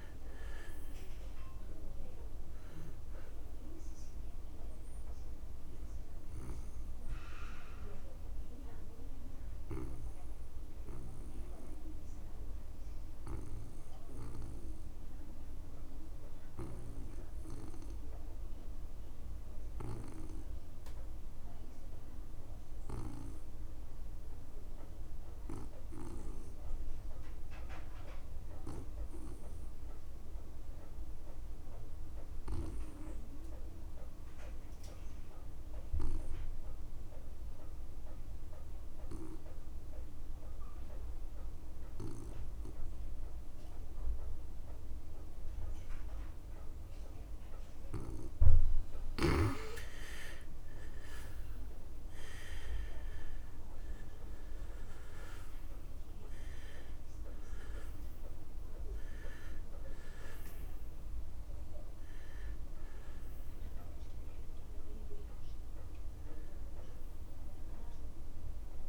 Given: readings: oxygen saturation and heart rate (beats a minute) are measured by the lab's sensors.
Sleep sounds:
breathing in sleep by a room microphone; 1
0.00-19.00 s: oxygen desaturation (device-marked, oxygen 79% lowest)
6.50-48.50 s: obstructive apnea (oxygen 99% before, 74% lowest)
32.00-68.89 s: oxygen desaturation (device-marked, oxygen 99% before, 74% lowest)
51.00-55.50 s: arousal
From the record:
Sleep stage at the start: N2 (light sleep); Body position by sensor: on the back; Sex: male

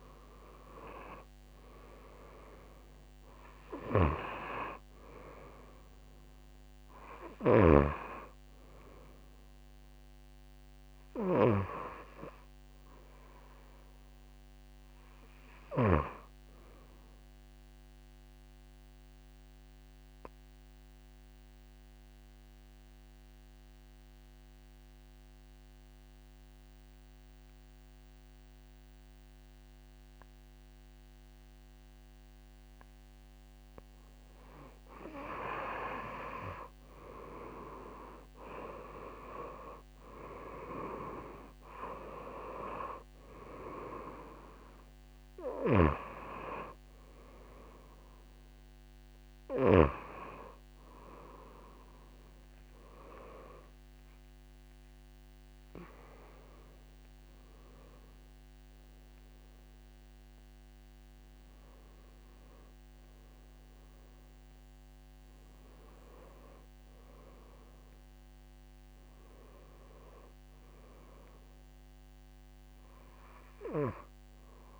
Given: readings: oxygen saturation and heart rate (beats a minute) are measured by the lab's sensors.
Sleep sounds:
breathing in sleep by a microphone on the trachea; 1
0.00-2.00 s: arousal
2.00-24.00 s: oxygen desaturation (device-marked, oxygen 95% before, 91% lowest)
17.50-34.00 s: obstructive apnea (oxygen 97% before, 89% lowest)
36.00-39.00 s: arousal
38.00-70.00 s: oxygen desaturation (device-marked, oxygen 97% before, 89% lowest)
From the record:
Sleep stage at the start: N2 (light sleep); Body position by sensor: on the back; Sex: female

